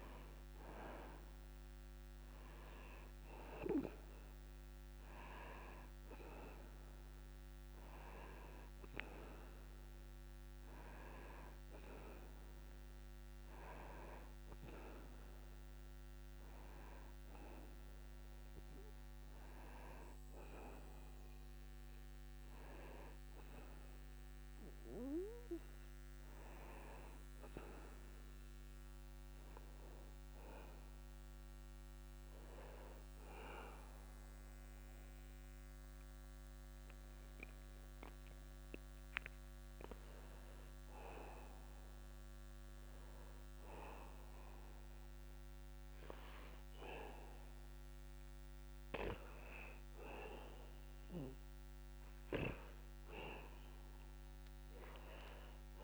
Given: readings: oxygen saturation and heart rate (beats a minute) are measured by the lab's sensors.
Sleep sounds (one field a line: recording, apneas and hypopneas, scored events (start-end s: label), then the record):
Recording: a person partly awake in a sleep study, by a microphone on the trachea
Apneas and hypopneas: 1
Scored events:
10.50-40.50 s: new sleep stage, N1 (lightest sleep)
32.50-55.84 s: oxygen desaturation (device-marked, oxygen 98% before, 93% lowest, heart rate 71 before, 66 extreme)
34.50-49.50 s: hypopnea (oxygen 100% before, 93% lowest, heart rate 70 before, 66 extreme, up 2 after)
40.50-55.84 s: new sleep stage, N2 (light sleep)
51.50-55.50 s: arousal
From the record:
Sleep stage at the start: awake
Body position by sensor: on the back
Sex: male